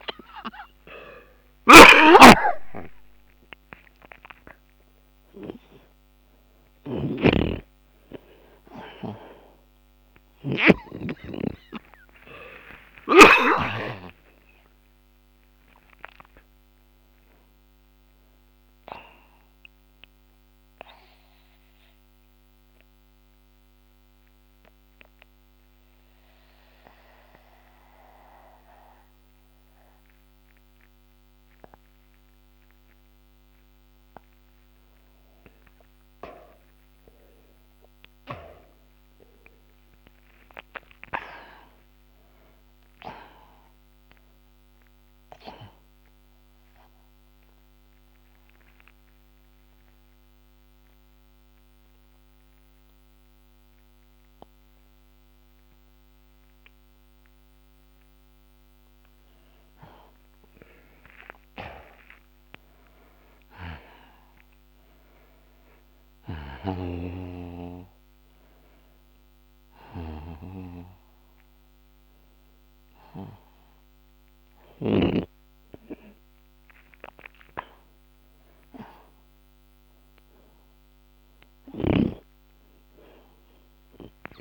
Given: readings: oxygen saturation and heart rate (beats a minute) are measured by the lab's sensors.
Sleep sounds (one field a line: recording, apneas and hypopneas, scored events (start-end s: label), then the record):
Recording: breathing in sleep by a microphone on the trachea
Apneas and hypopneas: 2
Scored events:
0.00-6.00 s: oxygen desaturation (device-marked, oxygen 89% lowest)
0.00-14.00 s: snoring (device-marked)
11.50-16.50 s: arousal
21.50-34.00 s: mixed apnea (oxygen 95% before, 77% lowest)
36.50-41.00 s: arousal
40.00-59.00 s: oxygen desaturation (device-marked, oxygen 97% before, 78% lowest)
46.50-58.00 s: obstructive apnea (oxygen 97% before, 77% lowest)
59.50-63.00 s: arousal
66.50-75.50 s: snoring (device-marked)
74.00-84.41 s: oxygen desaturation (device-marked, oxygen 94% before, 77% lowest)
82.00-84.41 s: snoring (device-marked)
From the record:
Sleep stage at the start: N2 (light sleep)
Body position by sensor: on the back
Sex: male